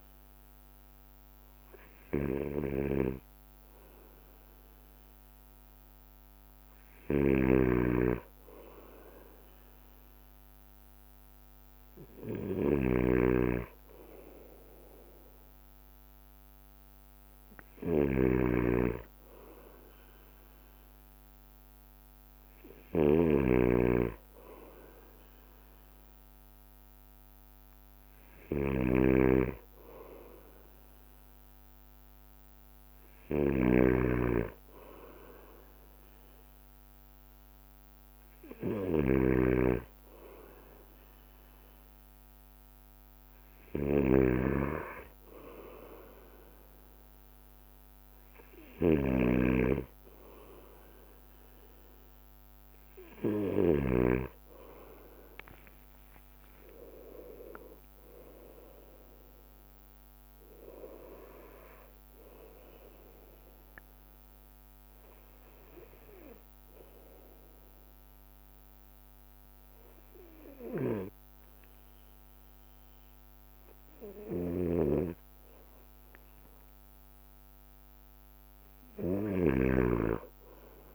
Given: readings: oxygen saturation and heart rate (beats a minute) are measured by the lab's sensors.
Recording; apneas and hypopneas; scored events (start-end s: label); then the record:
breathing in sleep by a microphone on the trachea; none
0.00-54.50 s: snoring (device-marked)
0.00-80.95 s: bradycardia (device-marked, heart rate 55 extreme)
55.50-59.00 s: arousal
74.50-80.00 s: snoring (device-marked)
From the record:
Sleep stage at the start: N2 (light sleep); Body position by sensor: on the right side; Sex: male